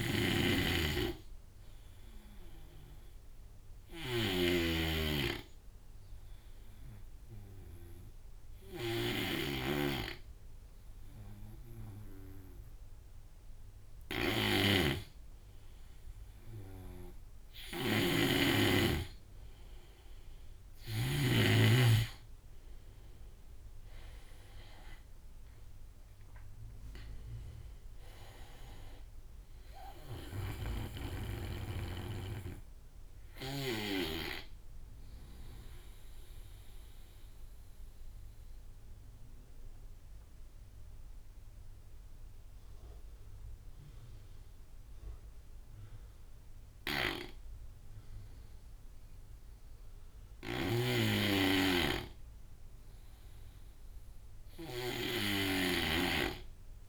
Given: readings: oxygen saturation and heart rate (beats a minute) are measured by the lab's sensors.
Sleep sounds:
breathing in sleep by a room microphone; 2
0.00-20.50 s: snoring (device-marked)
3.00-15.50 s: hypopnea (oxygen 95% before, 91% lowest)
22.00-26.00 s: arousal
29.50-33.00 s: snoring (device-marked)
35.00-48.50 s: obstructive apnea (oxygen 96% before, 91% lowest)
46.00-56.89 s: snoring (device-marked)
51.50-54.50 s: arousal
53.00-56.89 s: oxygen desaturation (device-marked, oxygen 98% before, 91% lowest)
From the record:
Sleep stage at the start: N2 (light sleep); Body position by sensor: on the right side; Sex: male

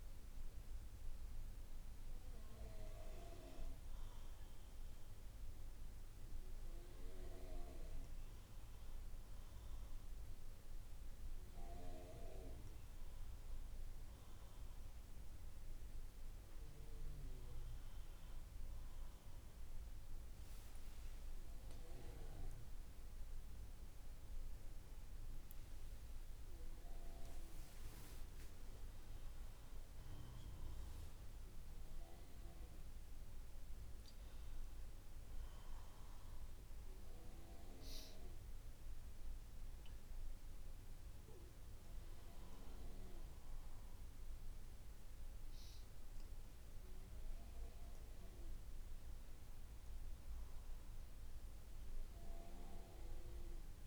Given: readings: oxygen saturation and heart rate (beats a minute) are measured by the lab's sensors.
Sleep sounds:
breathing in sleep by a room microphone; none
20.00-24.50 s: arousal
From the record:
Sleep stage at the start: N2 (light sleep); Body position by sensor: on the right side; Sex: female

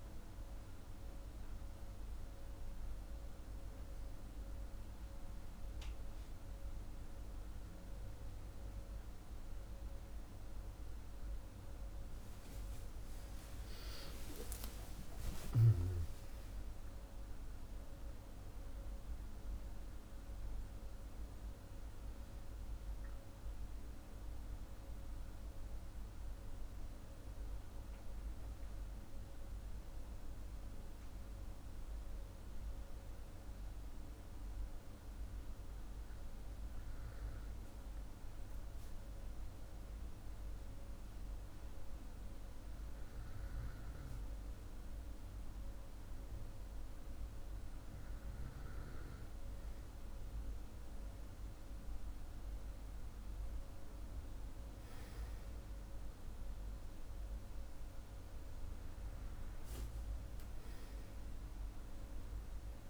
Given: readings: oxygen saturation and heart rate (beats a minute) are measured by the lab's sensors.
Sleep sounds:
breathing in sleep, hard to hear, by a room microphone; 1
13.50-17.50 s: arousal
23.50-53.50 s: new sleep stage, N1 (lightest sleep)
29.00-46.50 s: hypopnea (oxygen 97% before, 95% lowest, heart rate 66 before, 43 extreme, up 3 after)
48.50-52.00 s: arousal
53.50-62.90 s: new sleep stage, N2 (light sleep)
From the record:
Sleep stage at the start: N2 (light sleep); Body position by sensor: on the back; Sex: male

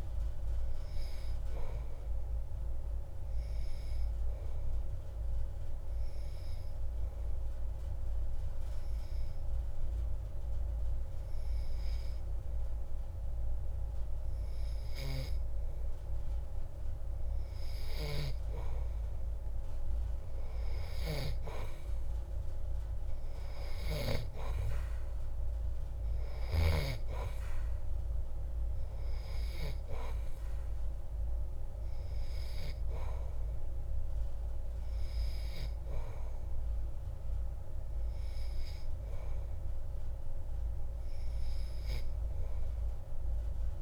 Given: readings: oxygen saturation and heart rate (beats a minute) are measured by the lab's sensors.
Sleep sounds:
breathing in sleep by a room microphone; 1
4.00-16.00 s: obstructive apnea (oxygen 95% before, 92% lowest)
19.00-23.00 s: arousal
From the record:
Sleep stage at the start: N2 (light sleep); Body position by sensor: on the back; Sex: male

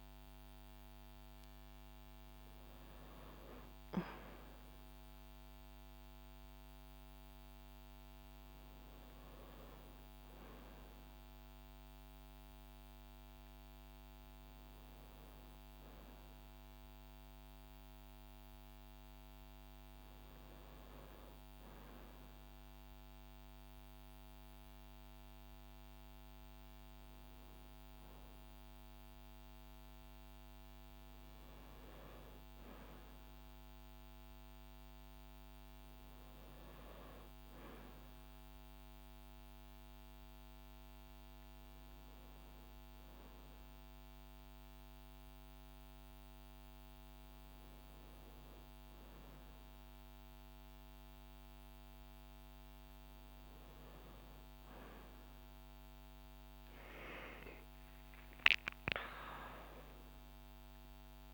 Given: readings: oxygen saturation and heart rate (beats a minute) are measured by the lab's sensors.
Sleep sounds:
a person awake in a sleep study, hard to hear, by a microphone on the trachea; none
none scored
From the record:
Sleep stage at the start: awake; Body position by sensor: on the back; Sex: female

